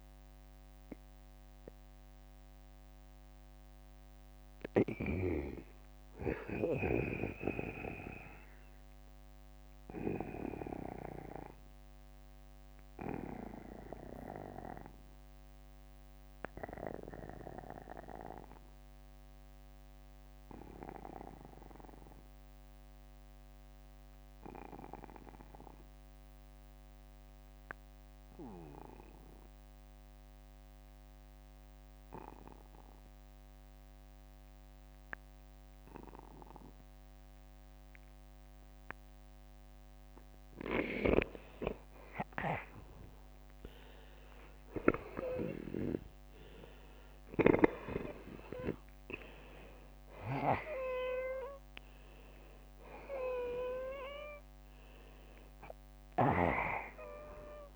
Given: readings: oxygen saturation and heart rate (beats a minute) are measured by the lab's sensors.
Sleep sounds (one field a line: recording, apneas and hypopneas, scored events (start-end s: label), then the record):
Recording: breathing in sleep by a microphone on the trachea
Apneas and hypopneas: 1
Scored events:
0.00-26.50 s: oxygen desaturation (device-marked, oxygen 83% lowest, heart rate 38 extreme)
18.50-39.00 s: obstructive apnea (oxygen 93% before, 82% lowest, heart rate 59 before, 38 extreme, up 28 after)
28.00-30.00 s: long interval between heartbeats (device-marked, heart rate 55 before, 53 extreme)
41.00-46.00 s: arousal
45.50-57.50 s: oxygen desaturation (device-marked, oxygen 96% before, 90% lowest, heart rate 49 before, 49 extreme)
From the record:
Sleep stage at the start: N2 (light sleep)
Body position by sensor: on the back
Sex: male